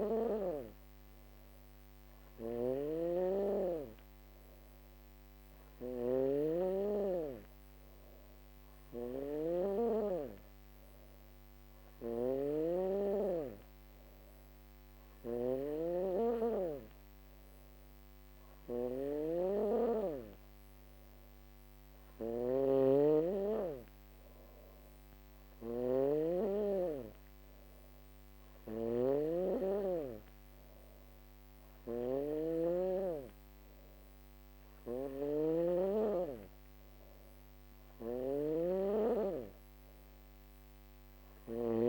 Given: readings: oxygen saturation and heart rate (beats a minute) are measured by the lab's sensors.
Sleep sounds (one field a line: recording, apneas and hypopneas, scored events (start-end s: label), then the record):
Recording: breathing in sleep by a microphone on the trachea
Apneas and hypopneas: none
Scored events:
0.00-41.89 s: snoring (device-marked)
39.00-41.89 s: drop in pulse transit time (device-marked, heart rate 62 before, 61 extreme)
From the record:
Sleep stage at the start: N2 (light sleep)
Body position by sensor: on the back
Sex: female